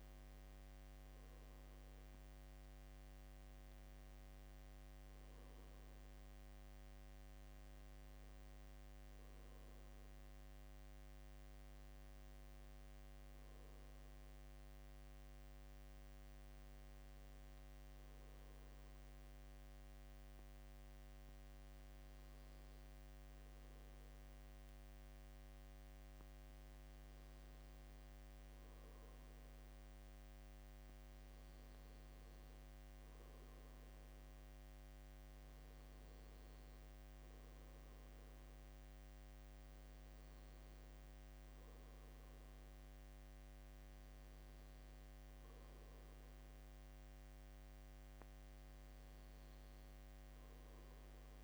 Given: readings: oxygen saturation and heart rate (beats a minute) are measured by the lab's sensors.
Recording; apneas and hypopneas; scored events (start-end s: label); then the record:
breathing in sleep, hard to hear, by a microphone on the trachea; 1
10.00-13.50 s: arousal
17.00-28.00 s: hypopnea (oxygen 94% before, 90% lowest, heart rate 75 before, 72 extreme, up 2 after)
24.50-51.44 s: new sleep stage, N2 (light sleep)
32.00-36.00 s: arousal
33.50-51.44 s: oxygen desaturation (device-marked, oxygen 94% before, 90% lowest, heart rate 73 before, 71 extreme)
From the record:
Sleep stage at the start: N1 (lightest sleep); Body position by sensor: on the back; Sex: male